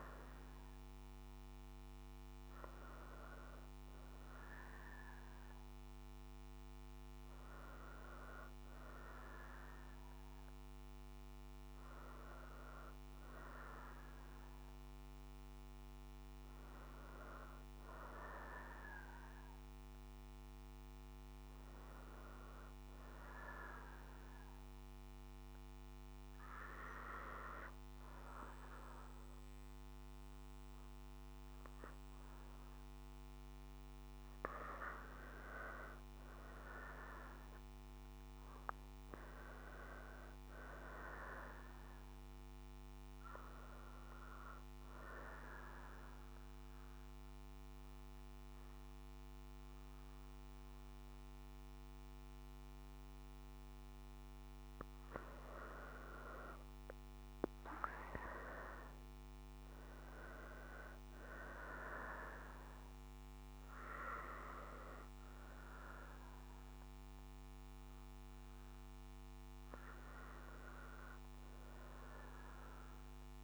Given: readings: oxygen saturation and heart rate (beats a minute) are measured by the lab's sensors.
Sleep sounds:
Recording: breathing in sleep by a microphone on the trachea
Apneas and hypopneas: 2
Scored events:
0.00-1.50 s: oxygen desaturation (device-marked, oxygen 87% lowest, heart rate 60 extreme)
14.00-18.00 s: arousal
24.50-34.50 s: hypopnea (oxygen 93% before, 87% lowest, heart rate 61 before, 59 extreme, up 3 after)
37.00-40.00 s: arousal
44.50-58.50 s: oxygen desaturation (device-marked, oxygen 91% before, 87% lowest, heart rate 61 before, 59 extreme)
45.50-55.50 s: obstructive apnea (oxygen 93% before, 86% lowest, heart rate 61 before, 59 extreme, up 3 after)
58.50-62.00 s: arousal
66.50-73.44 s: oxygen desaturation (device-marked, oxygen 92% before, 87% lowest, heart rate 61 before, 59 extreme)
From the record:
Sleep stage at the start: N2 (light sleep)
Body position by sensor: on the right side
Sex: female

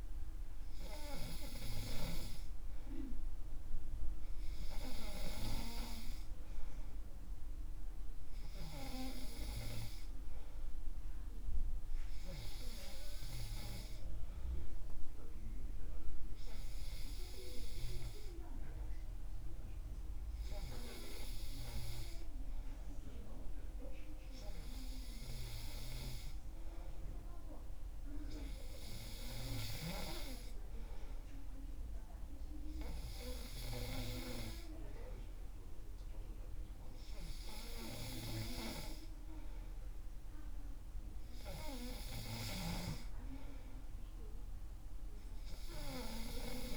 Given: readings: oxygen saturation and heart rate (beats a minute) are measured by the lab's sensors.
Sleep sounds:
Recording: breathing in sleep by a room microphone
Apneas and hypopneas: none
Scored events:
none scored
From the record:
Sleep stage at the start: N3 (deep sleep)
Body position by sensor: on the back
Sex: male

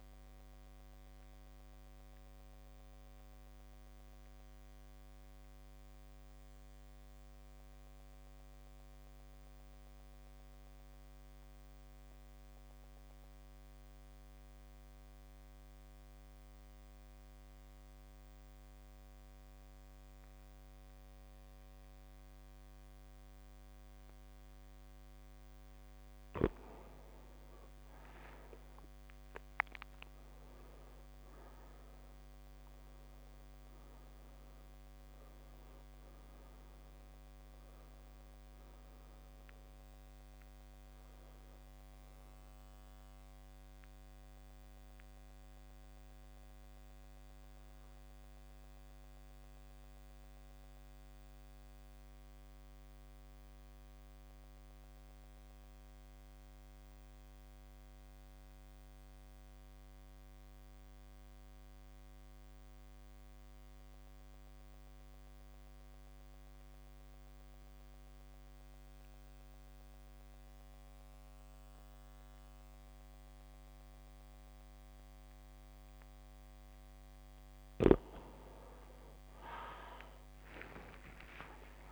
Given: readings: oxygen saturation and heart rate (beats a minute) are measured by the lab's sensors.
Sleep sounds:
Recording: breathing in sleep by a microphone on the trachea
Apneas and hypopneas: 2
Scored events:
0.00-4.50 s: drop in pulse transit time (device-marked, heart rate 58 extreme)
0.00-7.50 s: oxygen desaturation (device-marked, oxygen 86% lowest, heart rate 39 extreme)
0.50-23.50 s: mixed apnea (oxygen 97% before, 91% lowest, heart rate 59 before, 39 extreme, up 10 after)
19.00-21.00 s: long interval between heartbeats (device-marked, heart rate 55 before, 57 extreme)
23.50-25.50 s: long interval between heartbeats (device-marked, heart rate 55 before, 58 extreme)
26.50-28.50 s: long interval between heartbeats (device-marked, heart rate 54 before, 48 extreme)
28.50-34.00 s: arousal
30.50-60.50 s: oxygen desaturation (device-marked, oxygen 100% before, 92% lowest, heart rate 52 before, 45 extreme)
31.50-40.50 s: drop in pulse transit time (device-marked, heart rate 51 before, 49 extreme)
44.50-77.50 s: mixed apnea (oxygen 100% before, 89% lowest)
48.50-50.50 s: long interval between heartbeats (device-marked, heart rate 53 before, 55 extreme)
51.50-65.50 s: drop in pulse transit time (device-marked, heart rate 55 before, 45 extreme)
60.00-62.00 s: long interval between heartbeats (device-marked, heart rate 53 before, 60 extreme)
63.50-65.50 s: long interval between heartbeats (device-marked, heart rate 53 before, 48 extreme)
67.50-69.50 s: long interval between heartbeats (device-marked, heart rate 51 before, 47 extreme)
76.50-81.92 s: oxygen desaturation (device-marked, oxygen 100% before, 89% lowest)
78.50-81.92 s: new sleep stage, N2 (light sleep)
80.50-81.92 s: arousal
From the record:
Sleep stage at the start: REM sleep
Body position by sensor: on the back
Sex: male

